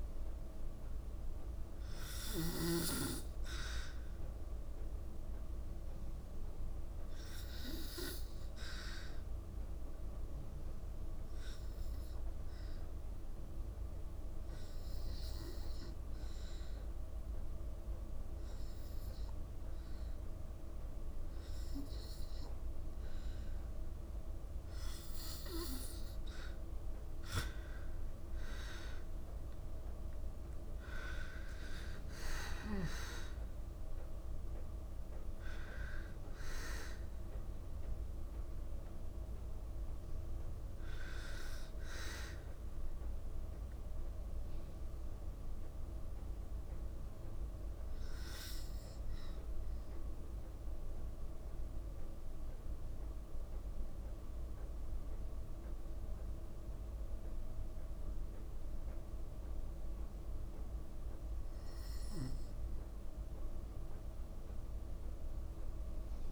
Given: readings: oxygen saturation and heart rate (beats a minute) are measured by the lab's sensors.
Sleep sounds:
breathing in sleep by a room microphone; 2
0.00-2.00 s: arousal
9.00-23.00 s: obstructive apnea (oxygen 95% before, 91% lowest, heart rate 55 before, 54 extreme, up 3 after)
27.00-31.00 s: arousal
50.00-61.50 s: obstructive apnea (oxygen 94% before, 91% lowest, heart rate 57 before, 54 extreme, up 1 after)
63.50-66.32 s: arousal
From the record:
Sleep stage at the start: N2 (light sleep); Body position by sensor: on the back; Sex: female

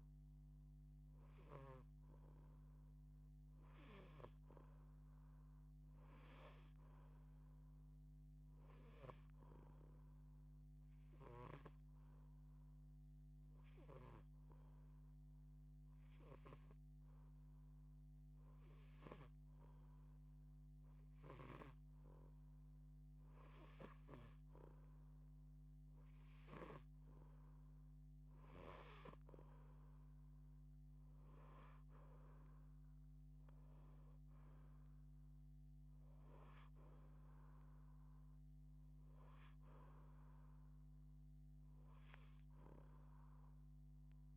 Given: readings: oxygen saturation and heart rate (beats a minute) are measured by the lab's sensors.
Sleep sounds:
breathing in sleep by a microphone on the trachea; 1
0.00-1.50 s: oxygen desaturation (device-marked, oxygen 83% lowest, heart rate 39 extreme)
4.00-9.00 s: arousal
11.50-22.50 s: hypopnea (oxygen 91% before, 86% lowest, heart rate 79 before, 36 extreme)
20.50-24.00 s: snoring (device-marked)
24.00-27.50 s: arousal
From the record:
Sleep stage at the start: N2 (light sleep); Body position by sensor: on the back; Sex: female

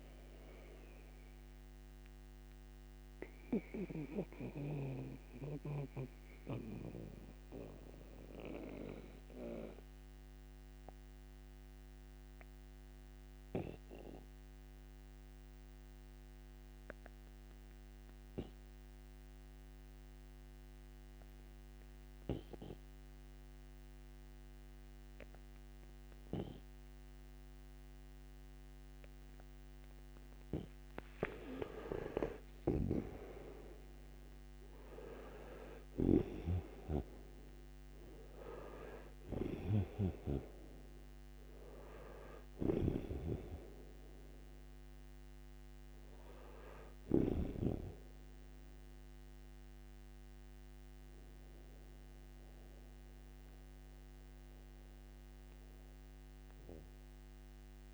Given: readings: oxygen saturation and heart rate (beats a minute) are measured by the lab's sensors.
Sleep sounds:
breathing in sleep by a microphone on the trachea; 1
0.00-10.00 s: oxygen desaturation (device-marked, oxygen 86% lowest, heart rate 59 extreme)
2.00-30.00 s: mixed apnea (oxygen 98% before, 82% lowest, heart rate 71 before, 59 extreme, up 13 after)
27.00-57.94 s: oxygen desaturation (device-marked, oxygen 98% before, 82% lowest, heart rate 64 before, 59 extreme)
32.00-38.00 s: arousal
32.00-47.00 s: snoring (device-marked)
From the record:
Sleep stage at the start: N2 (light sleep); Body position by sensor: on the right side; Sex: male

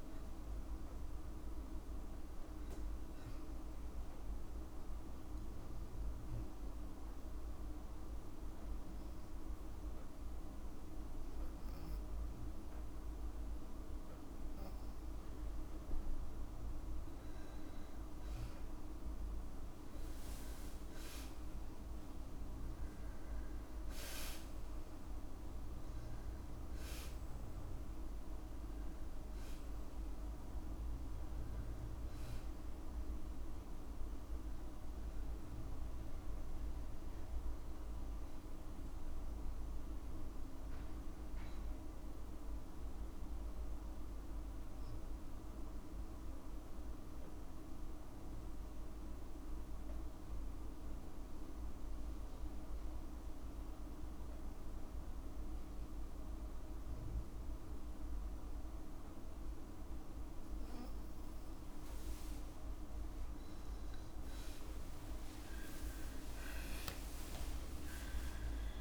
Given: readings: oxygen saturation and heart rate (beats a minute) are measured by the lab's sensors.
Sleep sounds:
breathing in sleep, hard to hear, by a room microphone; 2
0.00-7.50 s: oxygen desaturation (device-marked, oxygen 95% lowest, heart rate 51 extreme)
6.00-16.00 s: obstructive apnea (oxygen 98% before, 93% lowest, heart rate 53 before, 53 extreme, up 4 after)
18.00-22.50 s: arousal
46.50-60.50 s: obstructive apnea (oxygen 96% before, 93% lowest, heart rate 54 before, 34 extreme, up 44 after)
64.00-68.81 s: arousal
65.00-67.00 s: long interval between heartbeats (device-marked, heart rate 52 before, 74 extreme)
65.50-68.50 s: tachycardia (device-marked, heart rate 56 before, 96 extreme)
From the record:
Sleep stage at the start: N2 (light sleep); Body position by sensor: on the back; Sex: female

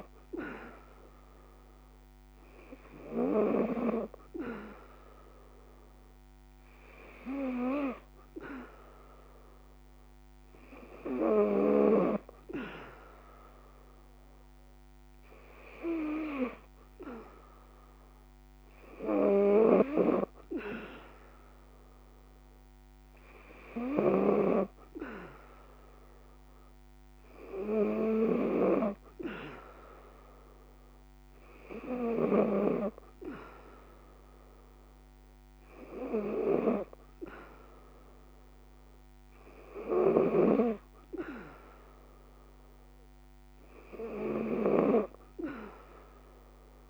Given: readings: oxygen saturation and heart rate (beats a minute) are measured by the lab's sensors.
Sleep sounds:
breathing in sleep by a microphone on the trachea; none
23.00-28.00 s: snoring (device-marked)
39.00-44.00 s: snoring (device-marked)
From the record:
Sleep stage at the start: N3 (deep sleep); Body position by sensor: on the back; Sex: female

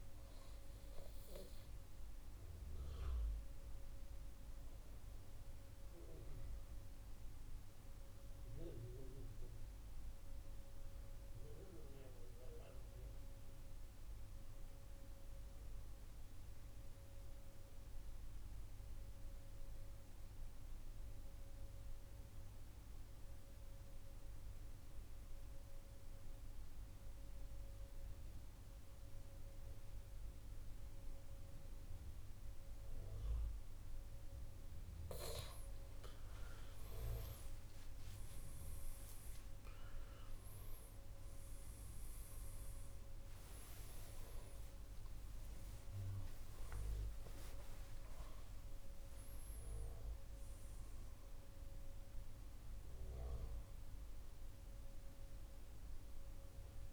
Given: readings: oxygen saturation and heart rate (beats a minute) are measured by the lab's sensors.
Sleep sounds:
breathing in sleep by a room microphone; 1
0.00-10.50 s: oxygen desaturation (device-marked, oxygen 90% lowest, heart rate 65 extreme)
6.50-35.00 s: mixed apnea (oxygen 97% before, 92% lowest, heart rate 100 before, 65 extreme, up 47 after)
30.50-56.93 s: oxygen desaturation (device-marked, oxygen 98% before, 92% lowest, heart rate 103 before, 73 extreme)
42.00-46.50 s: arousal
From the record:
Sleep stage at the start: N2 (light sleep); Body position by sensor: on the back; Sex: male

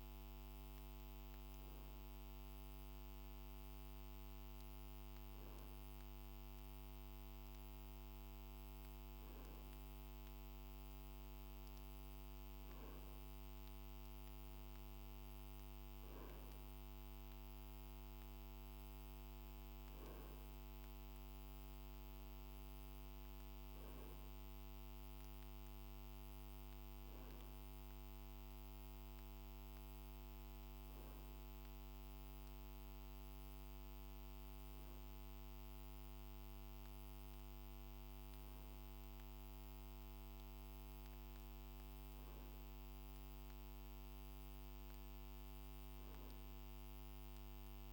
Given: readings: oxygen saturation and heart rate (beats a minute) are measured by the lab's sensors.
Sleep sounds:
breathing in sleep, hard to hear, by a microphone on the trachea; none
none scored
From the record:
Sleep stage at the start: N2 (light sleep); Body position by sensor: on the right side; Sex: male

